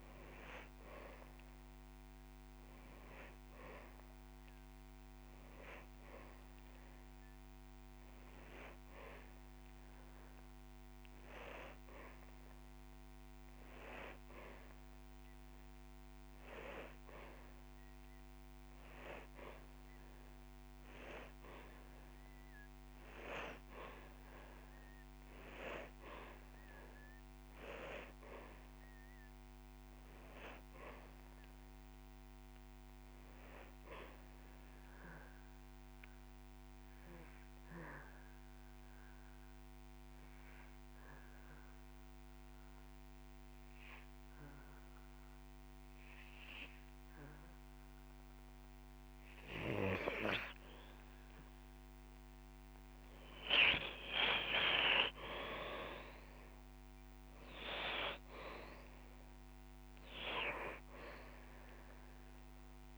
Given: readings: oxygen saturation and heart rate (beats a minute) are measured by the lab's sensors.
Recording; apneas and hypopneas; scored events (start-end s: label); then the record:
breathing in sleep by a microphone on the trachea; 1
0.00-22.00 s: oxygen desaturation (device-marked, oxygen 92% lowest)
18.00-20.00 s: long interval between heartbeats (device-marked)
28.00-31.50 s: arousal
31.00-33.00 s: long interval between heartbeats (device-marked)
35.00-49.50 s: obstructive apnea (oxygen 99% before, 91% lowest)
43.00-45.00 s: long interval between heartbeats (device-marked)
52.00-54.00 s: long interval between heartbeats (device-marked)
54.00-57.50 s: arousal
From the record:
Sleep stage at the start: N2 (light sleep); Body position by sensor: on the back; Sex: male